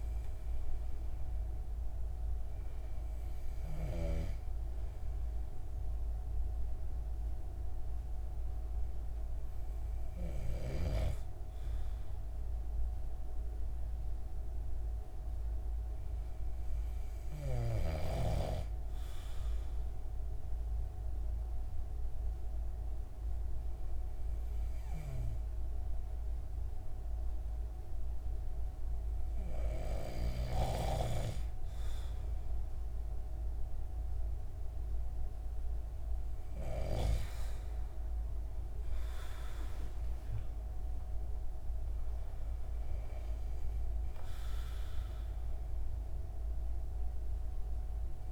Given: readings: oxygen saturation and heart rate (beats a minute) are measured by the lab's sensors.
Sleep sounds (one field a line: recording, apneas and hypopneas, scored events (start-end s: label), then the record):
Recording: breathing in sleep by a room microphone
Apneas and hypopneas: 1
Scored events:
0.00-13.00 s: oxygen desaturation (device-marked, oxygen 92% lowest)
14.00-29.50 s: hypopnea (oxygen 96% before, 94% lowest)
33.00-37.00 s: arousal
From the record:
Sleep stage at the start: N2 (light sleep)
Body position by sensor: on the back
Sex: male